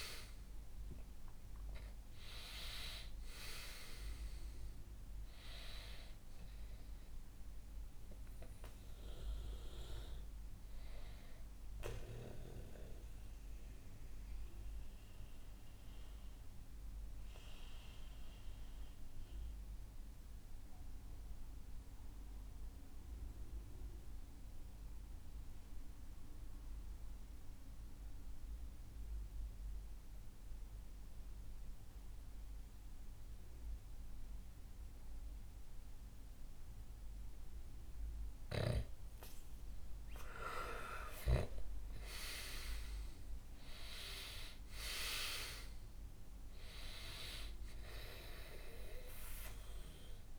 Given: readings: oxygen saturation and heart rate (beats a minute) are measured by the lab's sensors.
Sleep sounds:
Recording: breathing in sleep by a room microphone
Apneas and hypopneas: 1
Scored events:
0.00-2.00 s: arousal
0.00-24.00 s: oxygen desaturation (device-marked, oxygen 91% lowest, heart rate 62 extreme)
12.50-39.50 s: mixed apnea (oxygen 98% before, 91% lowest, heart rate 69 before, 62 extreme, up 6 after)
41.50-44.50 s: arousal
From the record:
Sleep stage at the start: N2 (light sleep)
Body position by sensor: on the back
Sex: male

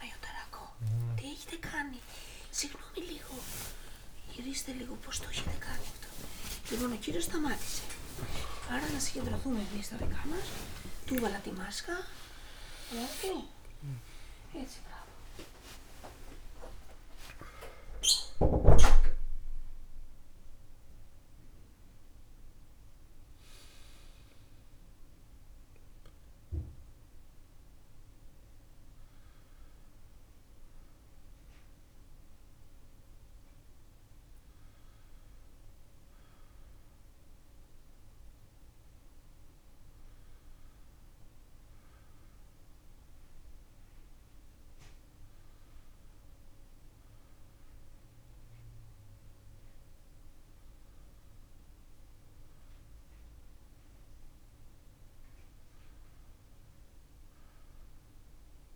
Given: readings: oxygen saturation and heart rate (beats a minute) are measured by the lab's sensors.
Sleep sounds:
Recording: breathing in sleep by a room microphone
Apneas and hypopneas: none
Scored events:
3.00-8.50 s: arousal
36.00-43.00 s: oxygen desaturation (device-marked, oxygen 98% before, 95% lowest)
From the record:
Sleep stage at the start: N2 (light sleep)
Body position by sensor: on the back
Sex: male

